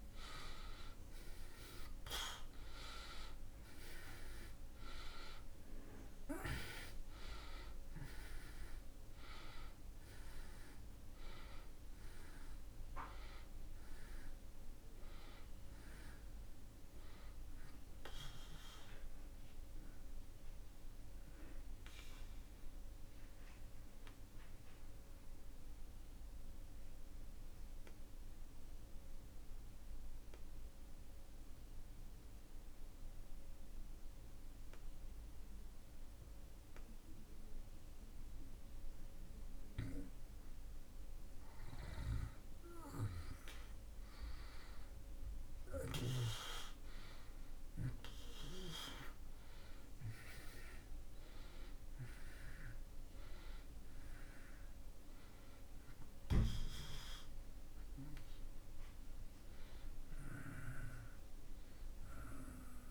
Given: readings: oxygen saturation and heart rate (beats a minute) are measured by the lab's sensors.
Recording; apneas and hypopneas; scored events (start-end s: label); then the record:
breathing in sleep by a room microphone; 1
0.00-40.00 s: oxygen desaturation (device-marked, oxygen 65% lowest)
24.00-39.00 s: obstructive apnea (oxygen 83% before, 65% lowest)
42.50-48.50 s: arousal
48.00-62.91 s: oxygen desaturation (device-marked, oxygen 97% before, 79% lowest)
From the record:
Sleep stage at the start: REM sleep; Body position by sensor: on the back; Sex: male